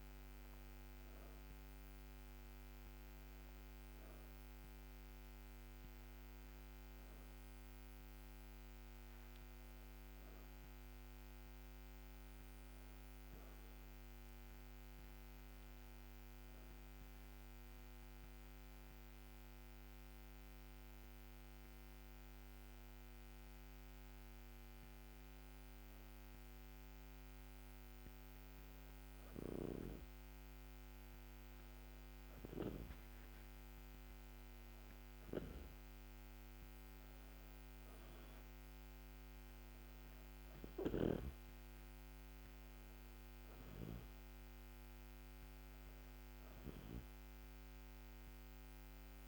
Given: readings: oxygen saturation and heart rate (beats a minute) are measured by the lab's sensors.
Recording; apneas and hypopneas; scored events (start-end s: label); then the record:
breathing in sleep, hard to hear, by a microphone on the trachea; none
36.50-42.00 s: arousal
From the record:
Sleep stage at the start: N2 (light sleep); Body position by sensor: on the back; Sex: female